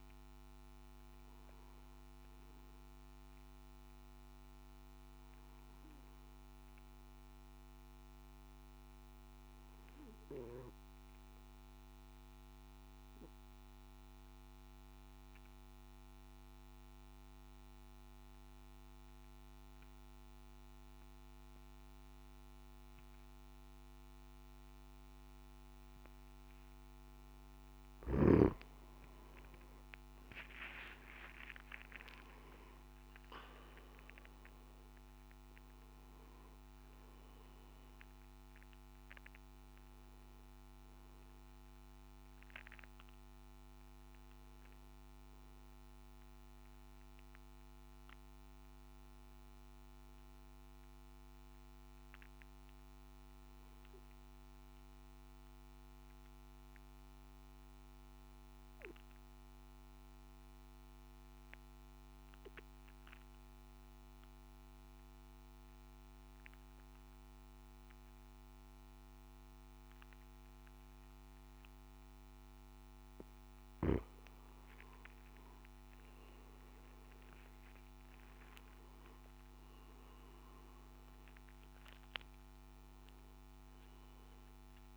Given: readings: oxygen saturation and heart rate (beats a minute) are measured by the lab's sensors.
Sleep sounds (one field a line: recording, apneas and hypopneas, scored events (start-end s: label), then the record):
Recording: breathing in sleep by a microphone on the trachea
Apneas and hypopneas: 2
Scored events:
0.00-10.50 s: oxygen desaturation (device-marked, oxygen 88% lowest, heart rate 53 extreme)
5.00-27.00 s: obstructive apnea (oxygen 97% before, 88% lowest, heart rate 60 before, 54 extreme, up 11 after)
29.50-58.50 s: oxygen desaturation (device-marked, oxygen 98% before, 88% lowest, heart rate 55 before, 52 extreme)
50.50-72.50 s: obstructive apnea (oxygen 98% before, 88% lowest, heart rate 59 before, 52 extreme, up 7 after)
71.50-73.50 s: long interval between heartbeats (device-marked, heart rate 54 before, 57 extreme)
74.50-84.97 s: oxygen desaturation (device-marked, oxygen 98% before, 88% lowest, heart rate 54 before, 53 extreme)
From the record:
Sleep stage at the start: N2 (light sleep)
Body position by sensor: on the back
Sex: male